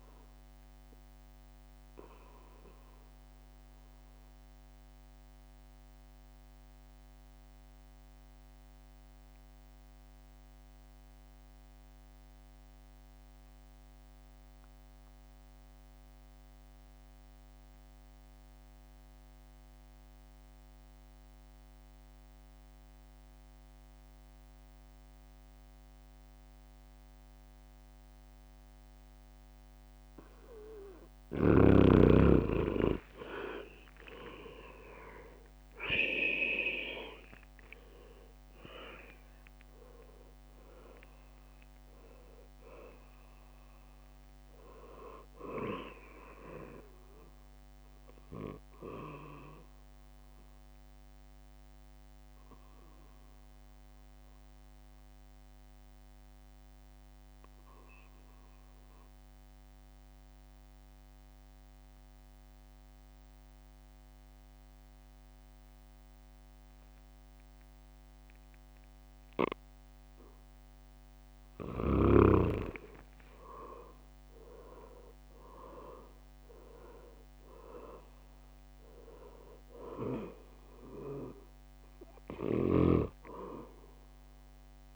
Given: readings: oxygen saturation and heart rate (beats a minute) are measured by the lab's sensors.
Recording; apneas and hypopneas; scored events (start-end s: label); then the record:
breathing in sleep by a microphone on the trachea; 2
0.00-7.50 s: oxygen desaturation (device-marked, oxygen 91% lowest, heart rate 61 extreme)
2.50-31.00 s: obstructive apnea (oxygen 99% before, 90% lowest, heart rate 70 before, 61 extreme, up 11 after)
27.50-43.50 s: oxygen desaturation (device-marked, oxygen 99% before, 93% lowest, heart rate 63 before, 60 extreme)
30.50-48.50 s: drop in pulse transit time (device-marked, heart rate 64 before, 64 extreme)
32.00-36.50 s: arousal
33.00-37.50 s: leg movement (device-marked)
49.50-71.00 s: obstructive apnea (oxygen 99% before, 90% lowest, heart rate 69 before, 58 extreme, up 7 after)
53.50-63.50 s: oxygen desaturation (device-marked, oxygen 94% before, 90% lowest, heart rate 69 before, 60 extreme)
72.00-76.00 s: arousal
72.50-84.96 s: drop in pulse transit time (device-marked, heart rate 63 before, 65 extreme)
73.00-76.50 s: leg movement (device-marked)
From the record:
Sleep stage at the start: N2 (light sleep); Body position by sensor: on the back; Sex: male